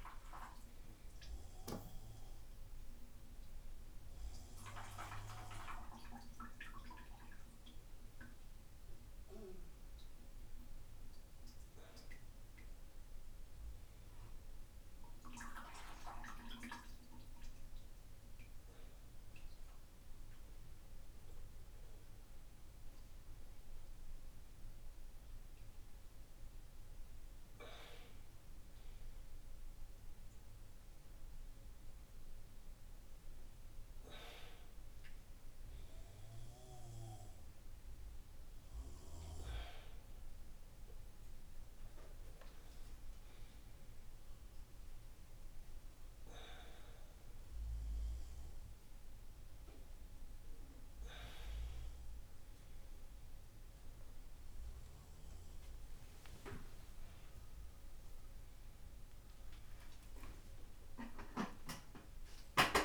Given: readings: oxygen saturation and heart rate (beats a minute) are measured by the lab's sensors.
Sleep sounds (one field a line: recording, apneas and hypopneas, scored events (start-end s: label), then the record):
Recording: a person awake in a sleep study, by a room microphone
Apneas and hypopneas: none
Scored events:
none scored
From the record:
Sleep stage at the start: awake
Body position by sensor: upright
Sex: male